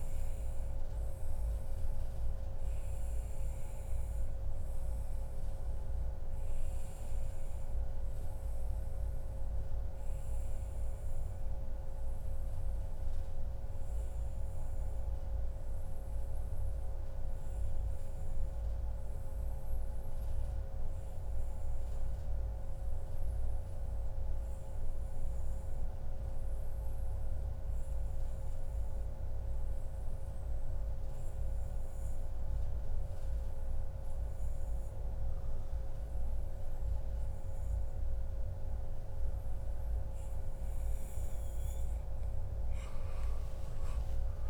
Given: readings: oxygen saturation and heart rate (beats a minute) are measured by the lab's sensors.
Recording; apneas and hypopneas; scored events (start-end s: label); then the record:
breathing in sleep, hard to hear, by a room microphone; 1
0.00-11.50 s: oxygen desaturation (device-marked, oxygen 93% lowest, heart rate 105 extreme)
2.00-4.00 s: long interval between heartbeats (device-marked, heart rate 139 before, 122 extreme)
7.50-9.50 s: long interval between heartbeats (device-marked, heart rate 133 before, 120 extreme)
9.50-39.50 s: obstructive apnea (oxygen 96% before, 90% lowest, heart rate 131 before, 105 extreme, up 33 after)
20.50-22.50 s: long interval between heartbeats (device-marked, heart rate 126 before, 123 extreme)
24.00-26.00 s: long interval between heartbeats (device-marked, heart rate 125 before, 114 extreme)
41.50-44.50 s: oxygen desaturation (device-marked, oxygen 95% before, 90% lowest, heart rate 121 before, 83 extreme)
43.00-44.50 s: arousal
From the record:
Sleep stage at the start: N2 (light sleep); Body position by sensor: on the back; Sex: male